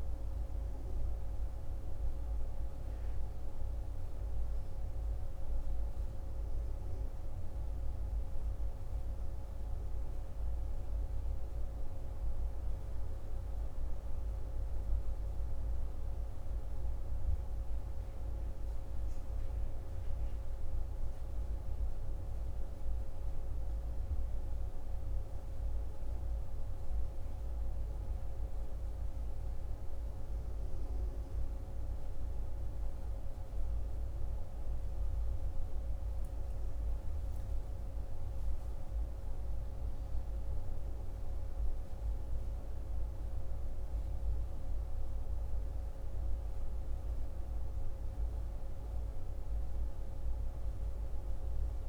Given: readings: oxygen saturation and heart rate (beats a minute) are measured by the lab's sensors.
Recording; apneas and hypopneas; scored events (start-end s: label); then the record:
a person awake in a sleep study, hard to hear, by a room microphone; none
27.00-51.89 s: new sleep stage, N1 (lightest sleep)
From the record:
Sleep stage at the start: awake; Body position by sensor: on the right side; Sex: male